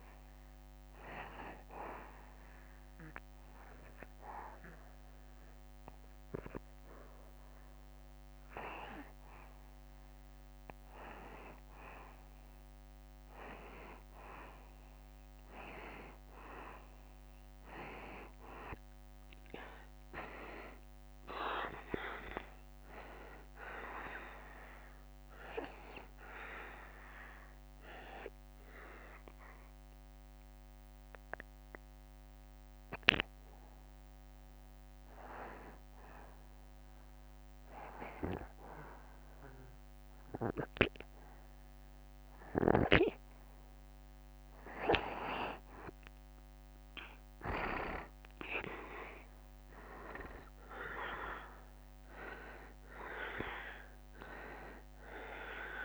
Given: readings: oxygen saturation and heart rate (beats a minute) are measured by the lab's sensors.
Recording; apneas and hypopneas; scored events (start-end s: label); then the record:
breathing in sleep by a microphone on the trachea; 2
0.50-11.00 s: obstructive apnea (oxygen 95% before, 90% lowest, heart rate 72 before, 71 extreme, up 2 after)
13.00-17.00 s: arousal
24.00-35.50 s: obstructive apnea (oxygen 94% before, 89% lowest, heart rate 73 before, 70 extreme, up 1 after)
42.50-48.00 s: snoring (device-marked)
43.00-47.00 s: arousal
47.50-55.85 s: oxygen desaturation (device-marked, oxygen 94% before, 90% lowest, heart rate 73 before, 71 extreme)
From the record:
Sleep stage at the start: N2 (light sleep); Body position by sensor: on the back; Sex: male